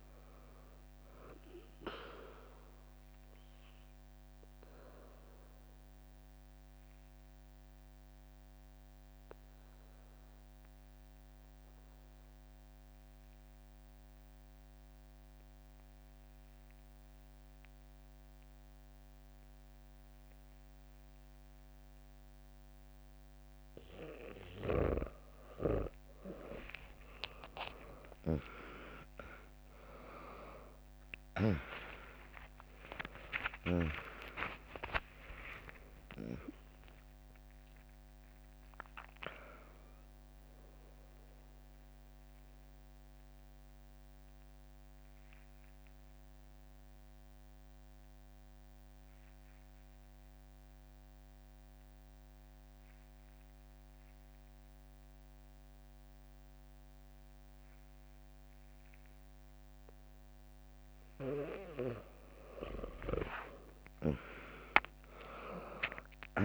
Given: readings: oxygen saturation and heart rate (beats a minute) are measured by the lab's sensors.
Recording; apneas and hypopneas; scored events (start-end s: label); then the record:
breathing in sleep by a microphone on the trachea; 2
0.00-5.50 s: drop in pulse transit time (device-marked, heart rate 61 extreme)
0.00-17.50 s: oxygen desaturation (device-marked, oxygen 95% lowest, heart rate 58 extreme)
3.50-23.50 s: obstructive apnea (oxygen 99% before, 95% lowest, heart rate 65 before, 58 extreme)
28.00-34.50 s: arousal
31.50-44.50 s: drop in pulse transit time (device-marked, heart rate 70 before, 64 extreme)
31.50-56.50 s: oxygen desaturation (device-marked, oxygen 100% before, 95% lowest, heart rate 70 before, 61 extreme)
40.50-60.00 s: obstructive apnea (oxygen 100% before, 95% lowest, heart rate 69 before, 61 extreme, up 1 after)
63.50-66.45 s: arousal
64.50-66.45 s: drop in pulse transit time (device-marked, heart rate 63 before, 61 extreme)
From the record:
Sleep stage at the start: N2 (light sleep); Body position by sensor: on the back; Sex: female